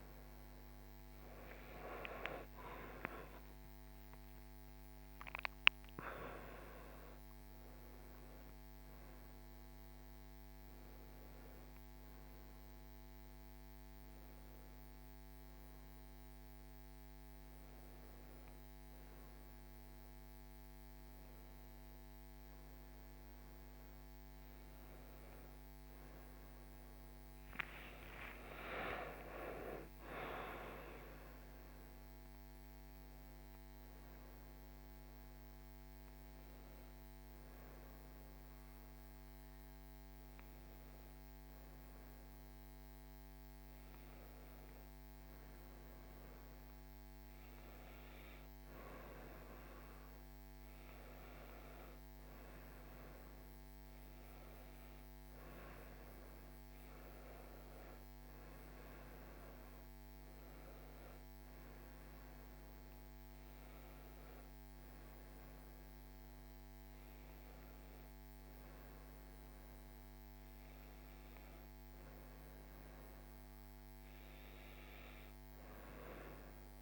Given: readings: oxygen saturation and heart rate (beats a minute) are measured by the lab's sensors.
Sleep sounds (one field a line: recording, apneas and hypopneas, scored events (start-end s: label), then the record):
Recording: breathing in sleep by a microphone on the trachea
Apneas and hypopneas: none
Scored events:
27.50-31.50 s: arousal
32.50-76.81 s: new sleep stage, REM sleep
From the record:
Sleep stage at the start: N1 (lightest sleep)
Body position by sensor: on the right side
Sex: female